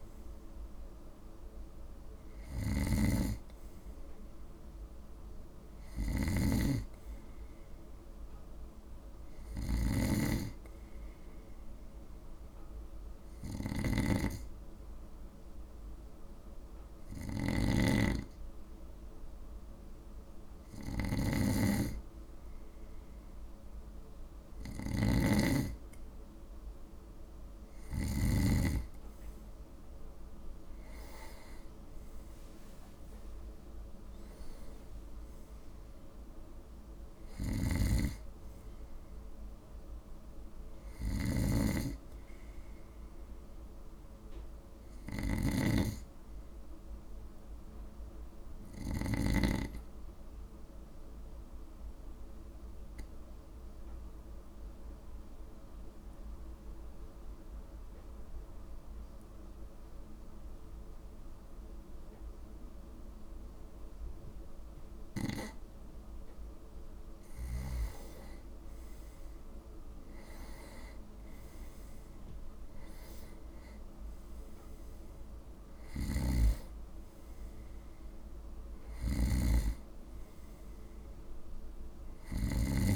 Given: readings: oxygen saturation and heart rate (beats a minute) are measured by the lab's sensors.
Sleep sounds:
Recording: breathing in sleep by a room microphone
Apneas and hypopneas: 2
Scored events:
0.00-2.00 s: oxygen desaturation (device-marked, oxygen 92% lowest, heart rate 53 extreme)
2.50-28.00 s: snoring (device-marked)
5.00-8.00 s: arousal
10.50-21.50 s: hypopnea (oxygen 95% before, 93% lowest, heart rate 56 before, 54 extreme, up 6 after)
24.00-27.50 s: arousal
37.50-49.00 s: snoring (device-marked)
51.00-66.50 s: obstructive apnea (oxygen 96% before, 92% lowest, heart rate 58 before, 54 extreme, up 8 after)
70.00-73.00 s: arousal
76.00-82.96 s: snoring (device-marked)
From the record:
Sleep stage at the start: N2 (light sleep)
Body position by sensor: on the right side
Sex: male

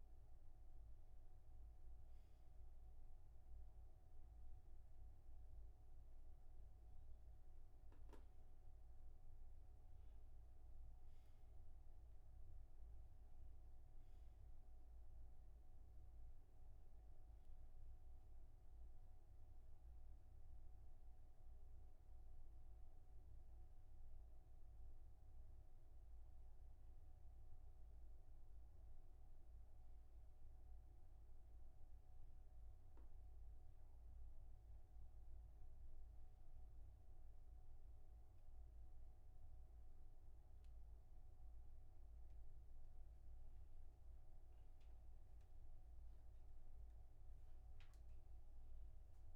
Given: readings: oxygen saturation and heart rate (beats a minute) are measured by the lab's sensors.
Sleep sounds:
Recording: a person awake in a sleep study, hard to hear, by a room microphone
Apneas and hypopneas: none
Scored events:
none scored
From the record:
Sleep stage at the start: awake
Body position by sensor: upright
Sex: male

